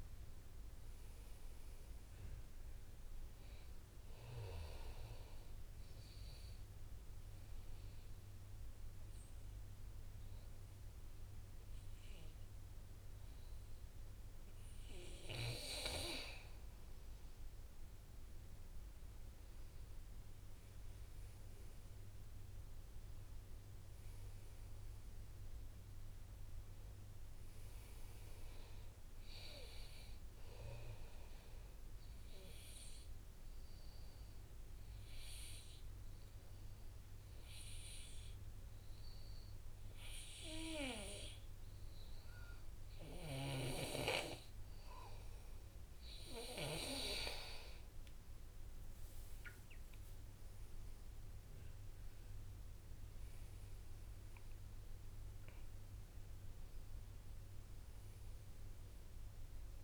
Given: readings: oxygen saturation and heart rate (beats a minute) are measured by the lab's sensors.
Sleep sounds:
breathing in sleep by a room microphone; 2
0.00-15.50 s: oxygen desaturation (device-marked, oxygen 94% lowest, heart rate 62 extreme)
5.50-16.00 s: obstructive apnea (oxygen 99% before, 93% lowest, heart rate 65 before, 62 extreme, up 3 after)
18.50-24.00 s: arousal
23.50-38.50 s: oxygen desaturation (device-marked, oxygen 99% before, 94% lowest, heart rate 63 before, 60 extreme)
32.50-46.00 s: obstructive apnea (oxygen 99% before, 93% lowest, heart rate 64 before, 60 extreme, up 2 after)
49.50-55.00 s: arousal
50.50-59.84 s: oxygen desaturation (device-marked, oxygen 99% before, 93% lowest, heart rate 64 before, 58 extreme)
From the record:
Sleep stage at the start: N2 (light sleep); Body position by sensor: on the back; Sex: male

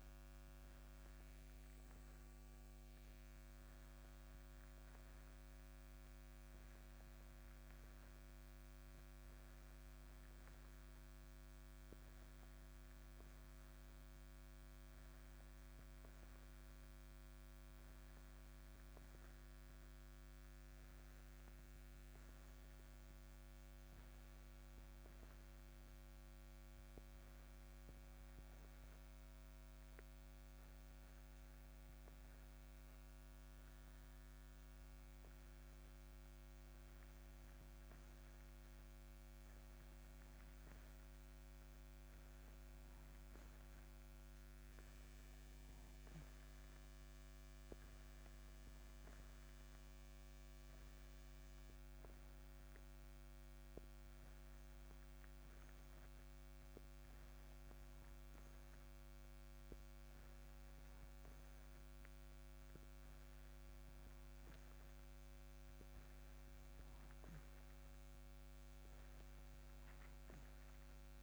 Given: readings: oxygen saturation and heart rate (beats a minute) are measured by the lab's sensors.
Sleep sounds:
breathing in sleep, hard to hear, by a microphone on the trachea; none
0.00-17.00 s: oxygen desaturation (device-marked, oxygen 87% lowest, heart rate 58 extreme)
From the record:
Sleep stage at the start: N2 (light sleep); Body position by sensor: on the back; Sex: male

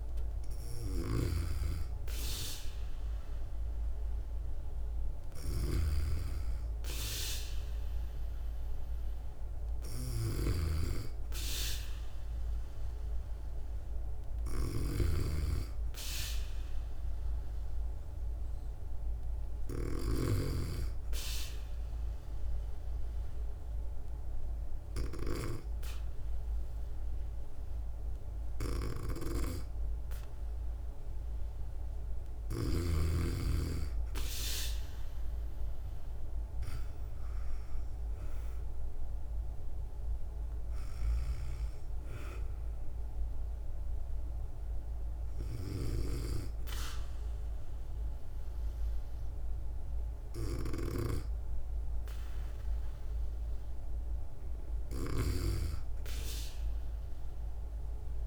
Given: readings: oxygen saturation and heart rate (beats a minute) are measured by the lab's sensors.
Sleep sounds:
breathing in sleep by a room microphone; 2
0.00-32.50 s: snoring (device-marked)
21.50-31.50 s: obstructive apnea (oxygen 97% before, 93% lowest, heart rate 63 before, 62 extreme, up 3 after)
33.50-36.50 s: arousal
37.50-55.50 s: oxygen desaturation (device-marked, oxygen 97% before, 93% lowest, heart rate 65 before, 62 extreme)
43.00-53.50 s: obstructive apnea (oxygen 97% before, 93% lowest, heart rate 66 before, 62 extreme, up 6 after)
50.00-55.00 s: snoring (device-marked)
From the record:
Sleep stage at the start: N2 (light sleep); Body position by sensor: on the back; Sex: female

